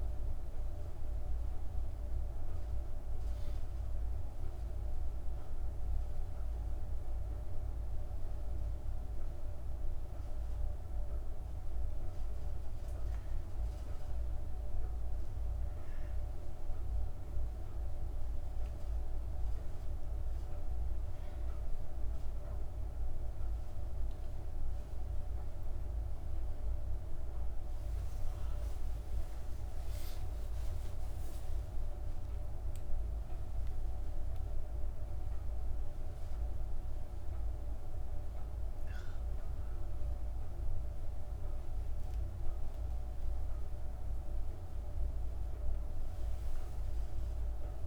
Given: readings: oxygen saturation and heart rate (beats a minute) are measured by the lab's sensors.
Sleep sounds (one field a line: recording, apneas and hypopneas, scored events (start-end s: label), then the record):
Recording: a person awake in a sleep study, hard to hear, by a room microphone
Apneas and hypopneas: none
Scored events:
none scored
From the record:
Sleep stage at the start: awake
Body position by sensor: on the back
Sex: female